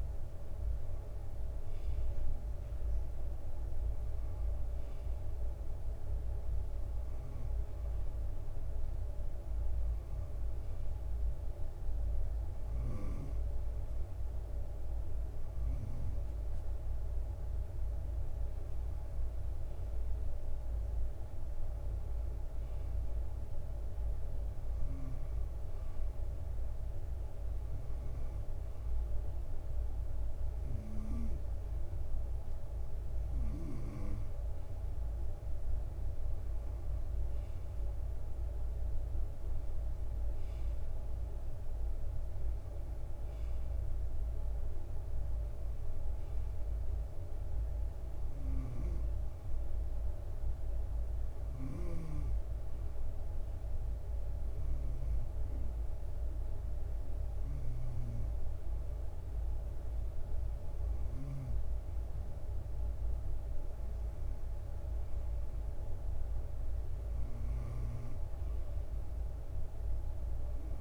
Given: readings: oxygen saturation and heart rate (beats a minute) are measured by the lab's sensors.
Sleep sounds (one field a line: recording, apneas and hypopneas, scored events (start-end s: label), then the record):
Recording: breathing in sleep, hard to hear, by a room microphone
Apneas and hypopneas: none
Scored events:
51.50-58.00 s: snoring (device-marked)
67.00-70.81 s: snoring (device-marked)
From the record:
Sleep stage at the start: N2 (light sleep)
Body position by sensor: on the right side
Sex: male